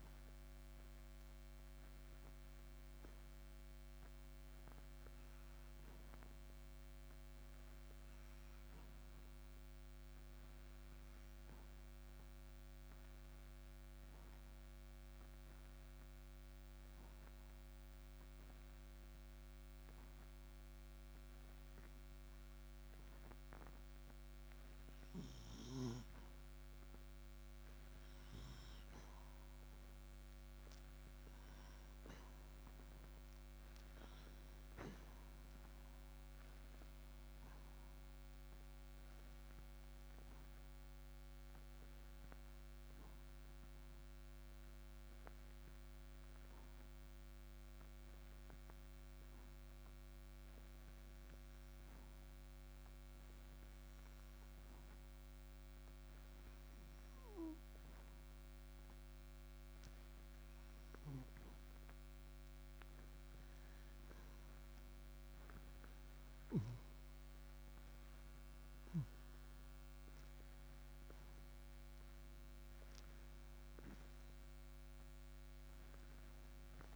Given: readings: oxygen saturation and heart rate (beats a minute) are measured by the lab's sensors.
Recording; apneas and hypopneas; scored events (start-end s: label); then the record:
breathing in sleep, hard to hear, by a microphone on the trachea; 2
0.00-17.50 s: oxygen desaturation (device-marked, oxygen 89% lowest)
9.50-26.50 s: obstructive apnea (oxygen 97% before, 89% lowest)
28.50-32.50 s: arousal
38.50-58.50 s: obstructive apnea (oxygen 98% before, 89% lowest)
44.50-68.50 s: oxygen desaturation (device-marked, oxygen 95% before, 90% lowest)
61.00-64.50 s: arousal
From the record:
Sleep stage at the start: N2 (light sleep); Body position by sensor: on the right side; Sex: male